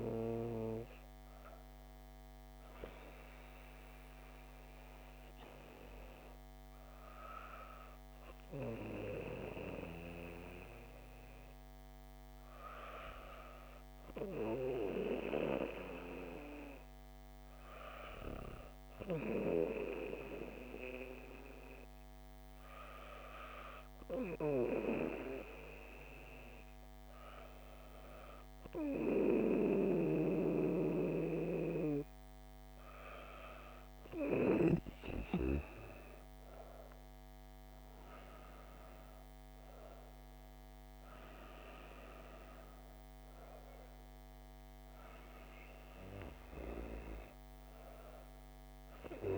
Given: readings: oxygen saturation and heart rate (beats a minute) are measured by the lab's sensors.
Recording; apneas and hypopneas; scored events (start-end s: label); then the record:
breathing in sleep by a microphone on the trachea; 1
5.50-30.00 s: hypopnea (oxygen 98% before, 96% lowest, heart rate 147 before, 100 extreme)
36.00-40.50 s: arousal
From the record:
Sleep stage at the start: N2 (light sleep); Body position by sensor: on the back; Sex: female